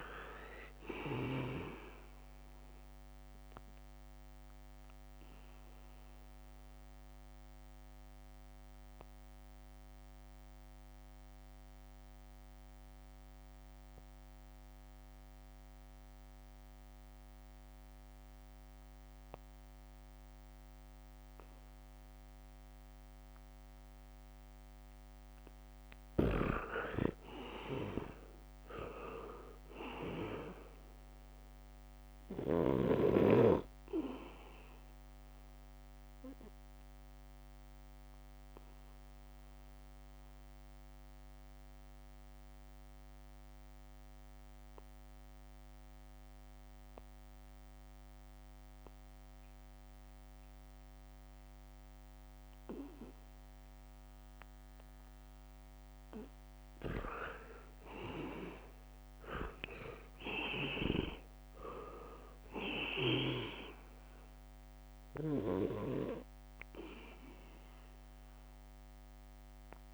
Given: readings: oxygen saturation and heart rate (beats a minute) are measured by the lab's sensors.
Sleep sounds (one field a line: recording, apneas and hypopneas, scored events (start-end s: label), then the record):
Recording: breathing in sleep by a microphone on the trachea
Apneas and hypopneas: 2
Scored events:
0.00-1.00 s: arousal
0.00-20.00 s: oxygen desaturation (device-marked, oxygen 83% lowest, heart rate 73 extreme)
5.50-25.50 s: obstructive apnea (oxygen 98% before, 80% lowest, heart rate 77 before, 73 extreme, up 3 after)
26.00-52.00 s: oxygen desaturation (device-marked, oxygen 99% before, 83% lowest, heart rate 75 before, 68 extreme)
28.00-31.00 s: arousal
36.50-57.00 s: obstructive apnea (oxygen 99% before, 80% lowest, heart rate 75 before, 68 extreme, up 3 after)
59.00-62.50 s: arousal
65.00-69.94 s: oxygen desaturation (device-marked, oxygen 97% before, 80% lowest, heart rate 74 before, 74 extreme)
From the record:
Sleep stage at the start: N2 (light sleep)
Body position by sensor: on the back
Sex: male